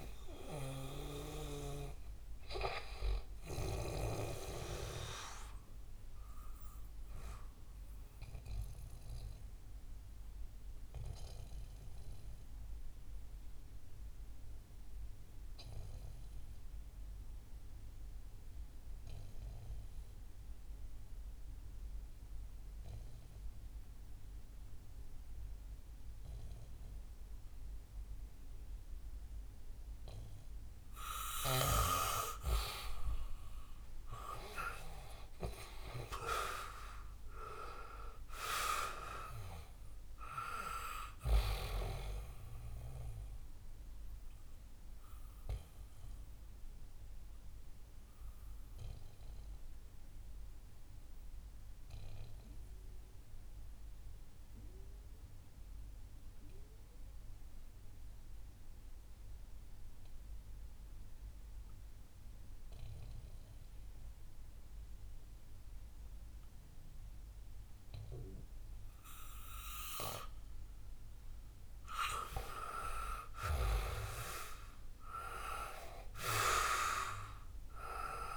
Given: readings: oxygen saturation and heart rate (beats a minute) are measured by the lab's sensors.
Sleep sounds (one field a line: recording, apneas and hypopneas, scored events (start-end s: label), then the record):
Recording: breathing in sleep by a room microphone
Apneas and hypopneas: 2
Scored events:
0.00-22.00 s: oxygen desaturation (device-marked, oxygen 90% lowest, heart rate 62 extreme)
0.50-4.00 s: snoring (device-marked)
6.00-33.00 s: obstructive apnea (oxygen 96% before, 89% lowest, heart rate 67 before, 58 extreme, up 10 after)
34.00-38.00 s: arousal
34.00-61.00 s: oxygen desaturation (device-marked, oxygen 98% before, 89% lowest, heart rate 64 before, 58 extreme)
43.50-70.50 s: obstructive apnea (oxygen 98% before, 89% lowest, heart rate 67 before, 58 extreme, up 6 after)
72.50-75.00 s: arousal
76.00-78.36 s: oxygen desaturation (device-marked, oxygen 97% before, 89% lowest, heart rate 66 before, 60 extreme)
From the record:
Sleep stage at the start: N2 (light sleep)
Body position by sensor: on the back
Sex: male